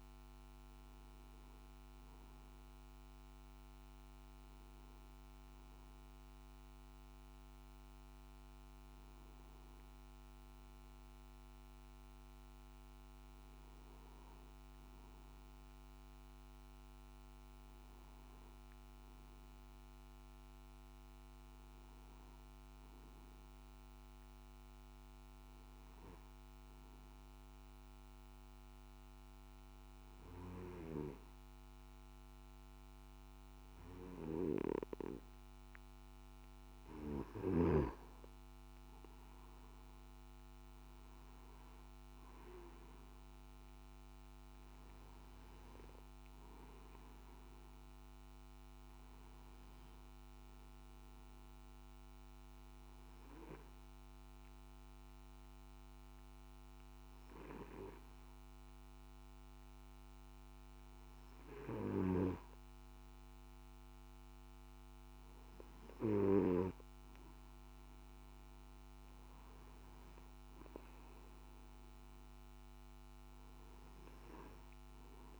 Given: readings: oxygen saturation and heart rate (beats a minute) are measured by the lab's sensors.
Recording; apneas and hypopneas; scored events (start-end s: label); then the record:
breathing in sleep by a microphone on the trachea; 2
20.00-23.00 s: arousal
26.50-37.50 s: obstructive apnea (oxygen 96% before, 92% lowest, heart rate 60 before, 57 extreme, up 7 after)
43.00-59.00 s: oxygen desaturation (device-marked, oxygen 95% before, 92% lowest, heart rate 61 before, 57 extreme)
46.50-49.50 s: arousal
52.00-62.00 s: obstructive apnea (oxygen 95% before, 92% lowest, heart rate 62 before, 57 extreme, up 3 after)
64.00-66.50 s: arousal
From the record:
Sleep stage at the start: N2 (light sleep); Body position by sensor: on the back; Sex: male